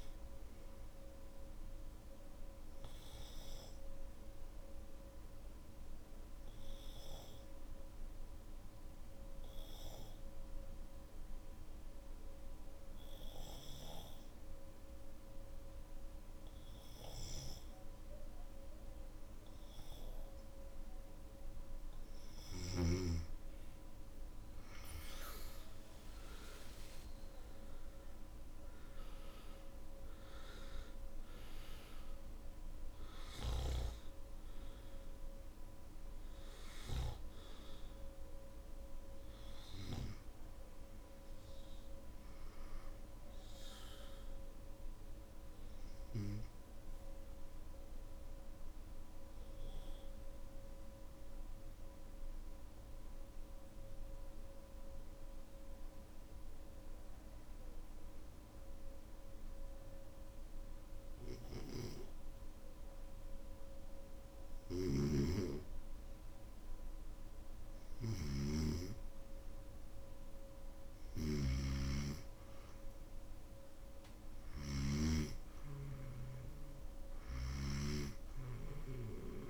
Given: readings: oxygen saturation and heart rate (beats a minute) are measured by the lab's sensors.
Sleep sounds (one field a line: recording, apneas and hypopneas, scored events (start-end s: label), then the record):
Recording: breathing in sleep by a room microphone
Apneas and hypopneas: 2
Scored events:
0.00-13.00 s: oxygen desaturation (device-marked, oxygen 91% lowest, heart rate 52 extreme)
2.50-22.00 s: obstructive apnea (oxygen 98% before, 92% lowest, heart rate 61 before, 52 extreme, up 14 after)
26.00-49.00 s: oxygen desaturation (device-marked, oxygen 98% before, 92% lowest, heart rate 56 before, 54 extreme)
45.50-64.00 s: obstructive apnea (oxygen 98% before, 93% lowest, heart rate 60 before, 54 extreme, up 2 after)
64.50-77.50 s: snoring (device-marked)
68.00-79.50 s: oxygen desaturation (device-marked, oxygen 98% before, 93% lowest, heart rate 56 before, 53 extreme)
From the record:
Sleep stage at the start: N1 (lightest sleep)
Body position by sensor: on the back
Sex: male